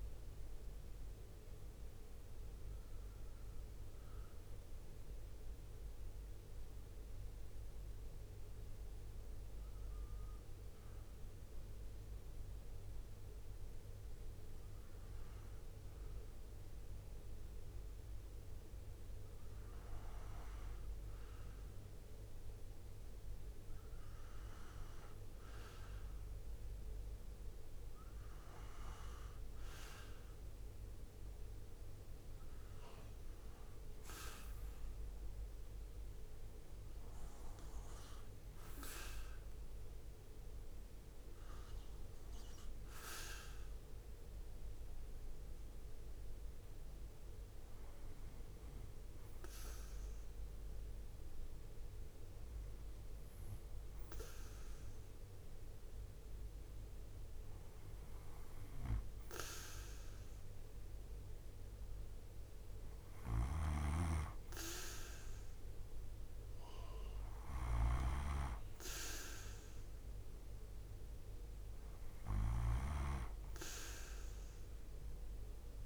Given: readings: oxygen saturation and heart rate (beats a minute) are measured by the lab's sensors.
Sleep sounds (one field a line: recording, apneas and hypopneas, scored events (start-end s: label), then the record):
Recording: breathing in sleep by a room microphone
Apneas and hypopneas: 2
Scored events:
4.50-17.50 s: hypopnea (oxygen 94% before, 92% lowest, heart rate 89 before, 60 extreme, up 7 after)
20.50-24.00 s: arousal
44.00-55.00 s: hypopnea (oxygen 98% before, 94% lowest, heart rate 68 before, 69 extreme, up 0 after)
56.00-59.00 s: arousal
62.50-72.50 s: snoring (device-marked)
From the record:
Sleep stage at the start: N2 (light sleep)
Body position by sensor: on the right side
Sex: male